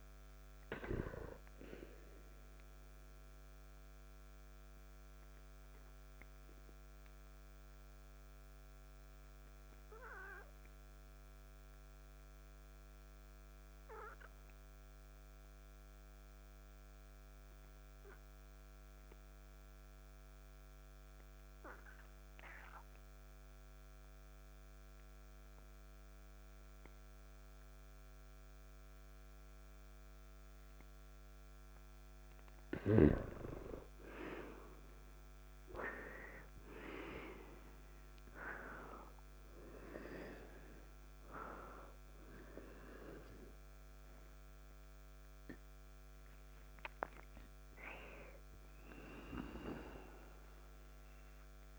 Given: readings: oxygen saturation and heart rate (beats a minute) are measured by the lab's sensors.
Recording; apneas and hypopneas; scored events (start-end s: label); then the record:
breathing in sleep by a microphone on the trachea; 1
3.00-31.50 s: obstructive apnea (oxygen 98% before, 90% lowest, heart rate 57 before, 49 extreme, up 4 after)
13.50-22.50 s: oxygen desaturation (device-marked, oxygen 96% before, 91% lowest, heart rate 56 before, 49 extreme)
34.00-39.00 s: arousal
39.50-46.50 s: oxygen desaturation (device-marked, oxygen 98% before, 94% lowest, heart rate 51 before, 54 extreme)
From the record:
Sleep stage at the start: N2 (light sleep); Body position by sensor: on the back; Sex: male